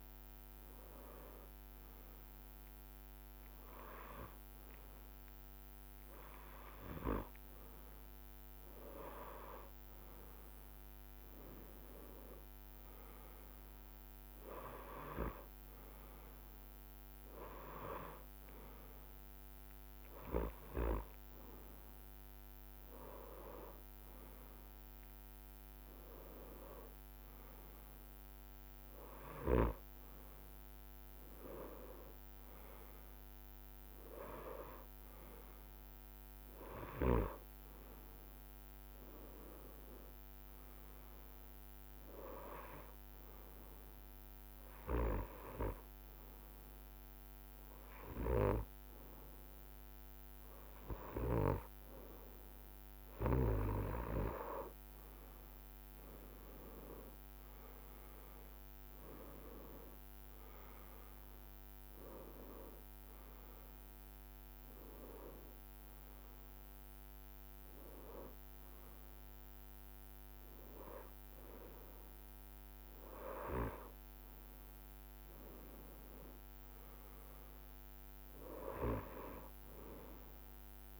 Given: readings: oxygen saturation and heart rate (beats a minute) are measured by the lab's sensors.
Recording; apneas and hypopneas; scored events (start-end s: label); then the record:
a person partly awake in a sleep study, by a microphone on the trachea; 1
0.00-3.00 s: drop in pulse transit time (device-marked, heart rate 67 extreme)
10.00-70.00 s: new sleep stage, N1 (lightest sleep)
43.00-54.50 s: hypopnea (oxygen 95% before, 93% lowest, heart rate 64 before, 61 extreme, up 9 after)
57.00-62.00 s: arousal
69.00-71.00 s: long interval between heartbeats (device-marked, heart rate 66 before, 67 extreme)
70.00-81.00 s: new sleep stage, N2 (light sleep)
71.00-80.00 s: drop in pulse transit time (device-marked, heart rate 67 before, 63 extreme)
From the record:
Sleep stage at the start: awake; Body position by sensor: on the right side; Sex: male